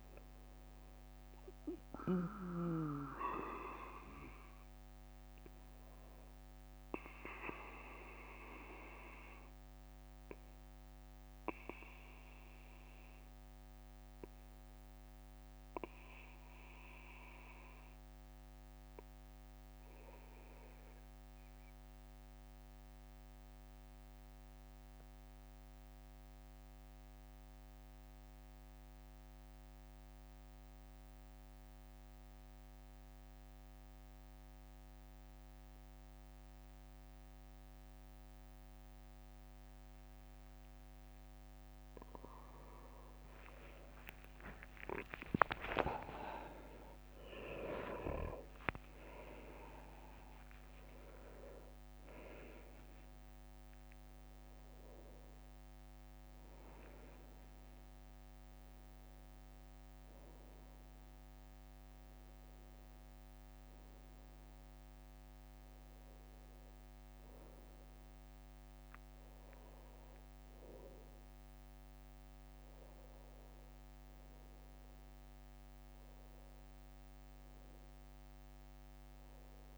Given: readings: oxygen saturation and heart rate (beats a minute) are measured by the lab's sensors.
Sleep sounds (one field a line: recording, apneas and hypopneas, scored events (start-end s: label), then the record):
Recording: breathing in sleep by a microphone on the trachea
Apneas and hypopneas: 1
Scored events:
9.50-41.00 s: obstructive apnea (oxygen 98% before, 95% lowest, heart rate 64 before, 62 extreme, up 10 after)
43.50-49.00 s: arousal
44.00-50.50 s: leg movement (device-marked)
From the record:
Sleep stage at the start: N2 (light sleep)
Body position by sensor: on the right side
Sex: male